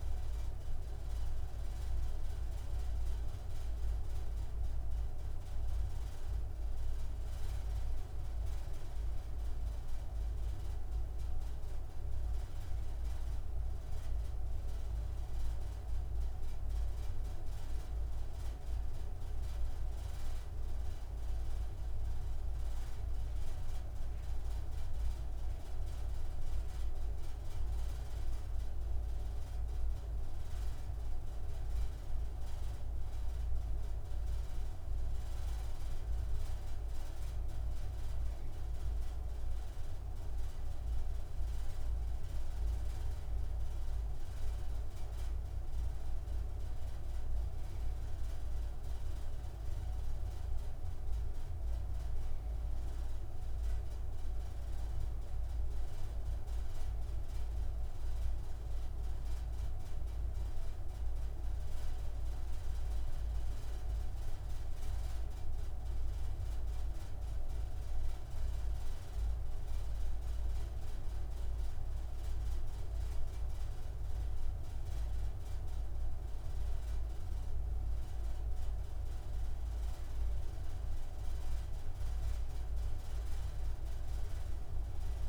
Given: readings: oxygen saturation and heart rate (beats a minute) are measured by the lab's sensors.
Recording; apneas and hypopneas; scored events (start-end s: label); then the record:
breathing in sleep, hard to hear, by a room microphone; none
none scored
From the record:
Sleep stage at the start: N2 (light sleep); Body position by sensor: on the right side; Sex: male